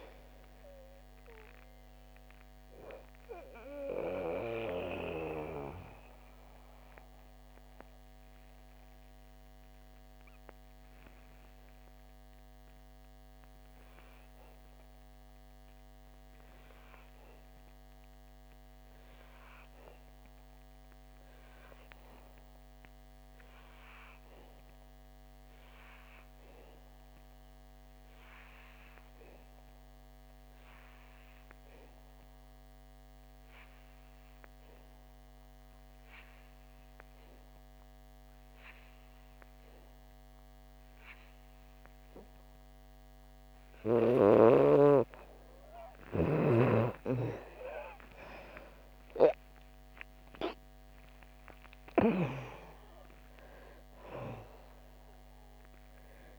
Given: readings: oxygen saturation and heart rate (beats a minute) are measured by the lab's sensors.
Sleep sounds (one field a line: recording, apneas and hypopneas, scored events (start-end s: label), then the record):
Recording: breathing in sleep by a microphone on the trachea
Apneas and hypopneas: 1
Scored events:
0.00-1.00 s: arousal
0.00-23.00 s: oxygen desaturation (device-marked, oxygen 76% lowest, heart rate 59 extreme)
4.50-45.00 s: obstructive apnea (oxygen 97% before, 76% lowest, heart rate 90 before, 59 extreme, up 55 after)
28.00-56.39 s: oxygen desaturation (device-marked, oxygen 98% before, 77% lowest, heart rate 63 before, 61 extreme)
48.00-53.00 s: arousal
From the record:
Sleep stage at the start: N2 (light sleep)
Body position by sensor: on the back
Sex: female